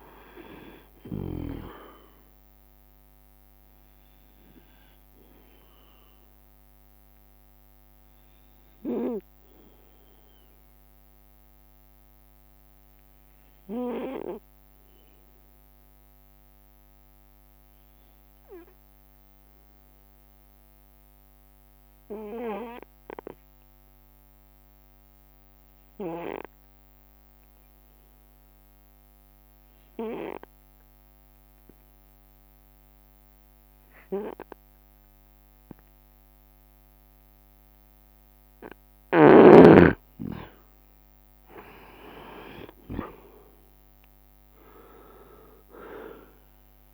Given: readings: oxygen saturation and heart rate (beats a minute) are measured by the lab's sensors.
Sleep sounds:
breathing in sleep by a microphone on the trachea; 1
0.00-2.00 s: snoring (device-marked)
0.00-2.50 s: leg movement (device-marked)
0.00-18.00 s: oxygen desaturation (device-marked, oxygen 94% lowest, heart rate 64 extreme)
4.50-8.00 s: leg movement (device-marked)
6.00-38.00 s: obstructive apnea (oxygen 98% before, 89% lowest, heart rate 73 before, 64 extreme, up 4 after)
32.00-46.94 s: oxygen desaturation (device-marked, oxygen 98% before, 89% lowest, heart rate 66 before, 62 extreme)
33.50-34.50 s: leg movement (device-marked)
38.00-41.50 s: leg movement (device-marked)
41.00-45.00 s: arousal
41.50-44.50 s: leg movement (device-marked)
42.00-46.94 s: drop in pulse transit time (device-marked, heart rate 67 before, 67 extreme)
45.50-46.94 s: leg movement (device-marked)
From the record:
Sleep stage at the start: N2 (light sleep); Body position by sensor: on the right side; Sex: male

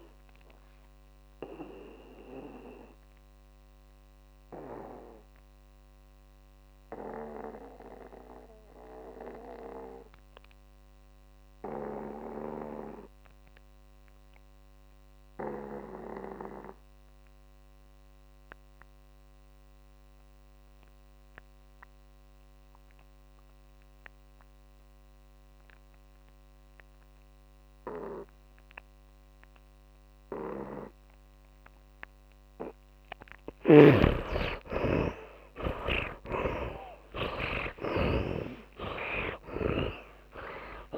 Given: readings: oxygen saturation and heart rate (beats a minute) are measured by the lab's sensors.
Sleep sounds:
breathing in sleep by a microphone on the trachea; 1
0.00-12.50 s: oxygen desaturation (device-marked, oxygen 77% lowest, heart rate 109 extreme)
0.00-40.98 s: tachycardia (device-marked)
1.50-32.50 s: mixed apnea (oxygen 100% before, 72% lowest)
28.50-40.98 s: oxygen desaturation (device-marked, oxygen 100% before, 72% lowest)
33.50-40.00 s: snoring (device-marked)
38.00-40.98 s: arousal
From the record:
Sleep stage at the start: N2 (light sleep); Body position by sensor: on the back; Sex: male

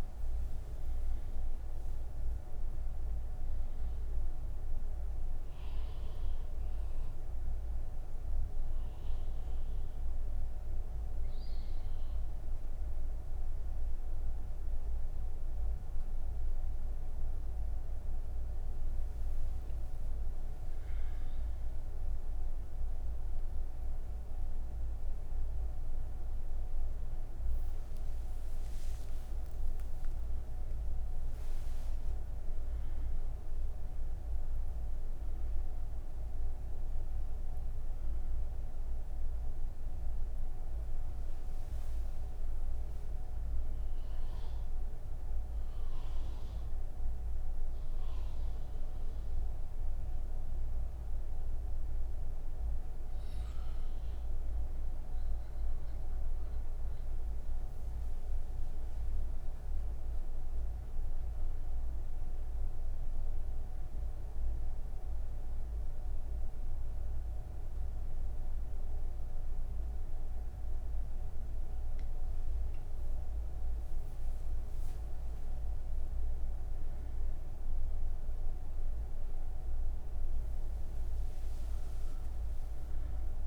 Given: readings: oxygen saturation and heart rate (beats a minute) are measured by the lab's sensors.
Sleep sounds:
breathing in sleep, hard to hear, by a room microphone; 2
4.50-18.50 s: oxygen desaturation (device-marked, oxygen 99% before, 96% lowest)
10.00-20.00 s: obstructive apnea (oxygen 99% before, 96% lowest)
63.00-73.00 s: obstructive apnea (oxygen 99% before, 94% lowest)
From the record:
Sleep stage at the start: N3 (deep sleep); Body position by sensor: on the right side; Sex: female

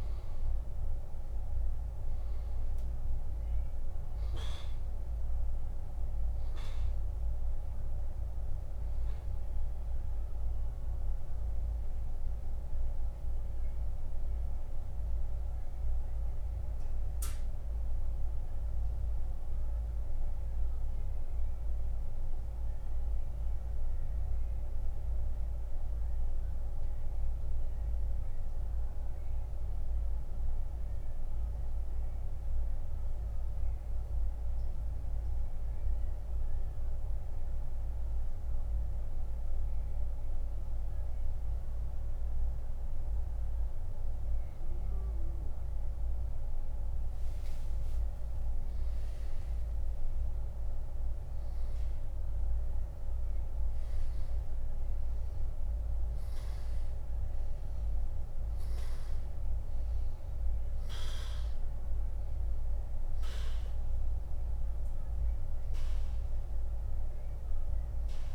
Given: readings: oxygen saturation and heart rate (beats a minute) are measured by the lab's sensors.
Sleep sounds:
breathing in sleep, hard to hear, by a room microphone; 1
6.00-33.00 s: oxygen desaturation (device-marked, oxygen 96% before, 86% lowest, heart rate 93 before, 72 extreme)
14.50-45.00 s: central apnea (oxygen 97% before, 86% lowest, heart rate 96 before, 72 extreme, up 20 after)
47.50-51.50 s: arousal
55.00-68.34 s: oxygen desaturation (device-marked, oxygen 98% before, 86% lowest, heart rate 84 before, 67 extreme)
From the record:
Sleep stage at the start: N2 (light sleep); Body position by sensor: on the back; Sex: male

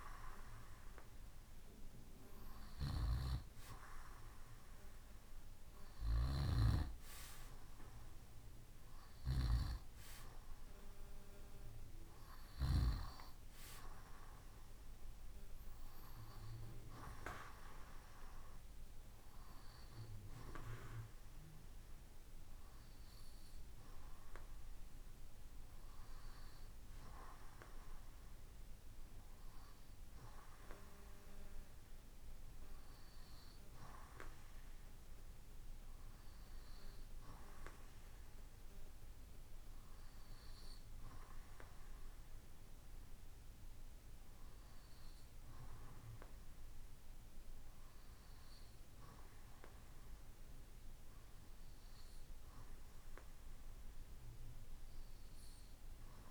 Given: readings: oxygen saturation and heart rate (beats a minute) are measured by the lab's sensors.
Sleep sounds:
breathing in sleep by a room microphone; none
5.50-12.00 s: snoring (device-marked)
From the record:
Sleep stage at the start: REM sleep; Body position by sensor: on the right side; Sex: male

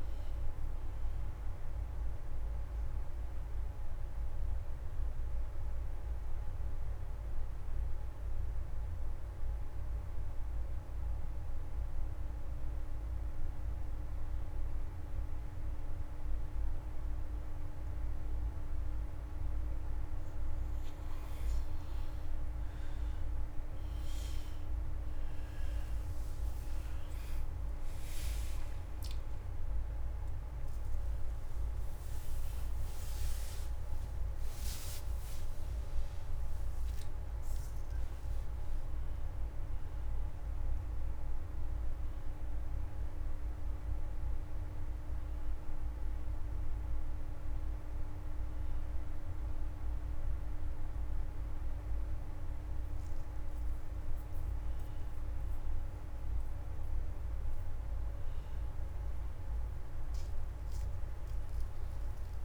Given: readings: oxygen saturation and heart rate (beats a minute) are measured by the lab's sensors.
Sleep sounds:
breathing in sleep, hard to hear, by a room microphone; 1
0.00-13.00 s: oxygen desaturation (device-marked, oxygen 85% lowest, heart rate 26 extreme)
7.50-20.50 s: obstructive apnea (oxygen 98% before, 85% lowest, heart rate 76 before, 26 extreme, up 23 after)
27.00-32.00 s: oxygen desaturation (device-marked, oxygen 98% before, 91% lowest, heart rate 82 before, 27 extreme)
27.50-35.00 s: arousal
34.00-41.00 s: oxygen desaturation (device-marked, oxygen 95% before, 85% lowest, heart rate 57 before, 27 extreme)
41.00-62.45 s: new sleep stage, N1 (lightest sleep)
From the record:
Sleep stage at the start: N2 (light sleep); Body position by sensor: on the back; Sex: male

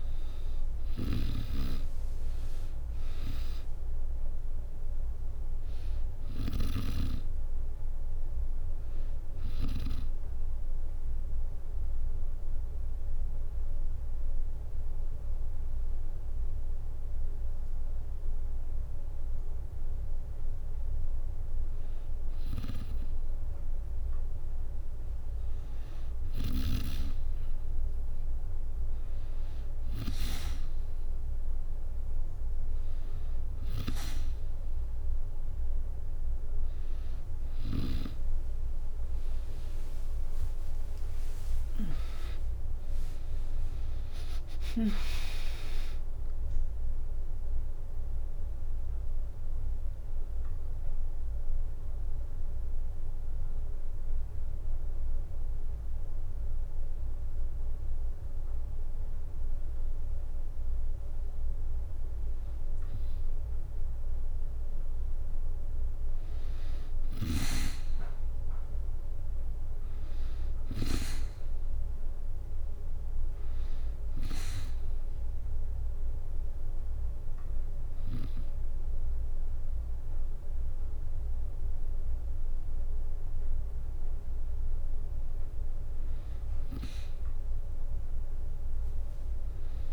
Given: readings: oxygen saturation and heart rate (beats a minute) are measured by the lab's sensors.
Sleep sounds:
breathing in sleep by a room microphone; 3
0.00-11.50 s: oxygen desaturation (device-marked, oxygen 92% lowest, heart rate 65 extreme)
0.00-13.50 s: drop in pulse transit time (device-marked, heart rate 67 extreme)
0.50-9.50 s: snoring (device-marked)
9.00-20.00 s: hypopnea (oxygen 96% before, 93% lowest, heart rate 72 before, 65 extreme, up 1 after)
21.50-25.00 s: arousal
22.00-30.00 s: snoring (device-marked)
28.50-37.50 s: oxygen desaturation (device-marked, oxygen 96% before, 93% lowest, heart rate 67 before, 63 extreme)
40.00-44.00 s: arousal
40.50-42.50 s: long interval between heartbeats (device-marked, heart rate 68 before, 96 extreme)
42.50-58.50 s: drop in pulse transit time (device-marked, heart rate 71 before, 63 extreme)
47.00-59.50 s: obstructive apnea (oxygen 96% before, 93% lowest, heart rate 78 before, 63 extreme, up 5 after)
61.50-65.50 s: arousal
74.50-86.50 s: oxygen desaturation (device-marked, oxygen 98% before, 93% lowest, heart rate 66 before, 64 extreme)
75.50-85.50 s: hypopnea (oxygen 98% before, 92% lowest, heart rate 67 before, 64 extreme, up 9 after)
From the record:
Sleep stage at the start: N2 (light sleep); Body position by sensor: on the back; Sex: female

